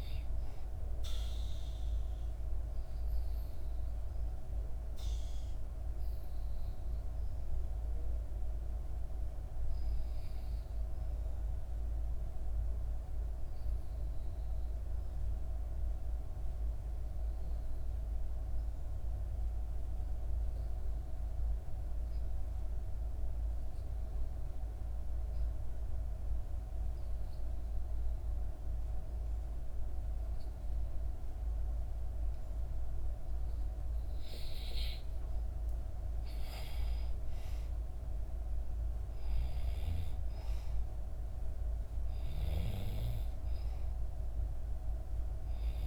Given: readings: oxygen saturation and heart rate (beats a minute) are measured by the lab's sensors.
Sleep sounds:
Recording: breathing in sleep, hard to hear, by a room microphone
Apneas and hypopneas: 1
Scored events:
0.00-12.50 s: oxygen desaturation (device-marked, oxygen 90% lowest, heart rate 57 extreme)
12.00-34.00 s: obstructive apnea (oxygen 96% before, 90% lowest, heart rate 62 before, 58 extreme, up 5 after)
29.50-45.86 s: oxygen desaturation (device-marked, oxygen 97% before, 90% lowest, heart rate 59 before, 59 extreme)
35.50-39.00 s: arousal
From the record:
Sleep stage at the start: N2 (light sleep)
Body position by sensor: on the back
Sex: female

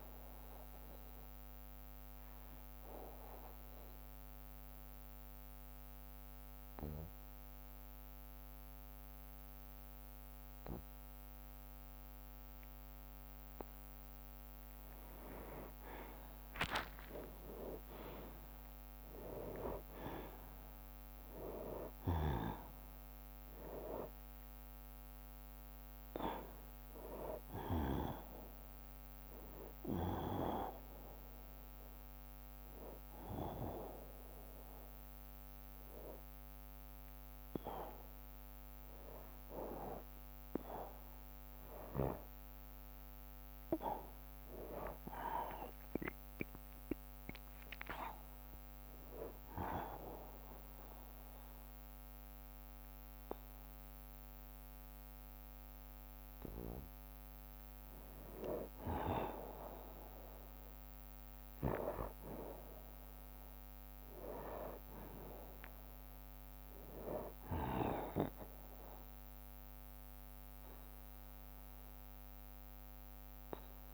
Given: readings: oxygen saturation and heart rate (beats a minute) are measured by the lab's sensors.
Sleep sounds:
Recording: breathing in sleep by a microphone on the trachea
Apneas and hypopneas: 2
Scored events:
0.50-15.00 s: obstructive apnea (oxygen 95% before, 91% lowest, heart rate 70 before, 61 extreme, up 8 after)
17.00-22.00 s: arousal
17.00-29.00 s: drop in pulse transit time (device-marked, heart rate 63 before, 64 extreme)
18.00-43.00 s: oxygen desaturation (device-marked, oxygen 98% before, 91% lowest, heart rate 63 before, 64 extreme)
26.00-29.00 s: tachycardia (device-marked, heart rate 68 before, 100 extreme)
26.50-28.50 s: long interval between heartbeats (device-marked, heart rate 66 before, 100 extreme)
30.00-32.00 s: long interval between heartbeats (device-marked, heart rate 74 before, 107 extreme)
30.00-43.00 s: hypopnea (oxygen 98% before, 91% lowest, heart rate 74 before, 64 extreme, up 10 after)
39.50-41.50 s: long interval between heartbeats (device-marked, heart rate 83 before, 74 extreme)
41.00-73.94 s: new sleep stage, N2 (light sleep)
45.00-49.50 s: arousal
50.50-52.50 s: long interval between heartbeats (device-marked, heart rate 77 before, 70 extreme)
71.00-73.94 s: oxygen desaturation (device-marked, oxygen 96% before, 93% lowest, heart rate 67 before, 60 extreme)
From the record:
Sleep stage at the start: N1 (lightest sleep)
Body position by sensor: on the back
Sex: male

